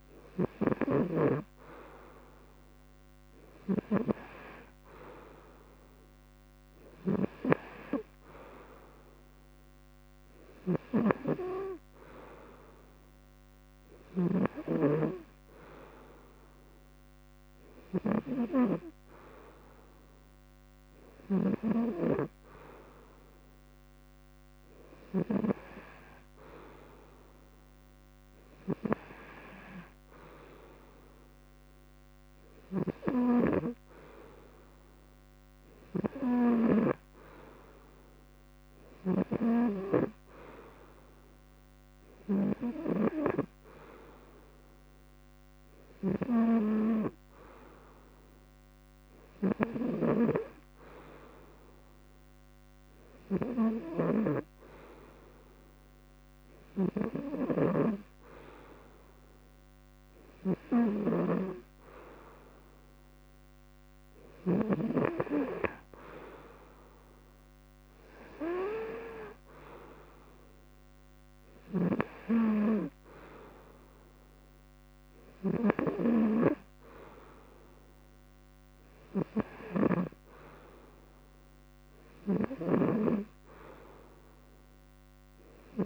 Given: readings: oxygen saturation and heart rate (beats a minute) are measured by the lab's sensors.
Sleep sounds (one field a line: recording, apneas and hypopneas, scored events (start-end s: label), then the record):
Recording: breathing in sleep by a microphone on the trachea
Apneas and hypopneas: none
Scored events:
6.50-14.00 s: snoring (device-marked)
20.50-25.00 s: snoring (device-marked)
49.00-54.00 s: snoring (device-marked)
56.00-64.00 s: snoring (device-marked)
71.00-82.50 s: snoring (device-marked)
From the record:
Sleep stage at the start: N2 (light sleep)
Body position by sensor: on the front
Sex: male